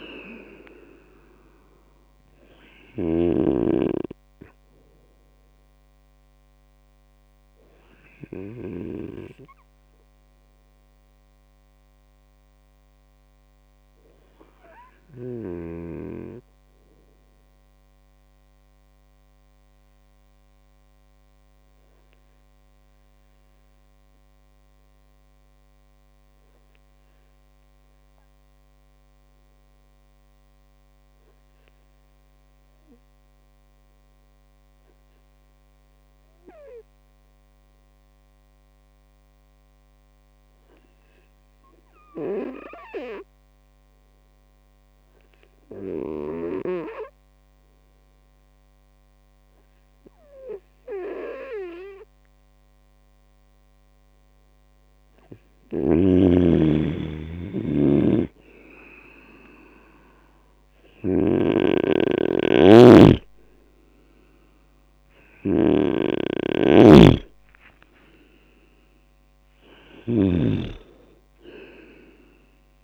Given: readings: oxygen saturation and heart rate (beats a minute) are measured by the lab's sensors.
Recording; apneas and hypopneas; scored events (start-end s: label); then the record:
breathing in sleep by a microphone on the trachea; 1
0.00-8.50 s: snoring (device-marked)
13.50-52.00 s: obstructive apnea (oxygen 100% before, 96% lowest, heart rate 64 before, 57 extreme, up 0 after)
57.50-72.84 s: snoring (device-marked)
59.50-72.84 s: oxygen desaturation (device-marked, oxygen 99% before, 96% lowest, heart rate 68 before, 57 extreme)
62.50-67.00 s: arousal
From the record:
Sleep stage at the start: N2 (light sleep); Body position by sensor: on the right side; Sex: male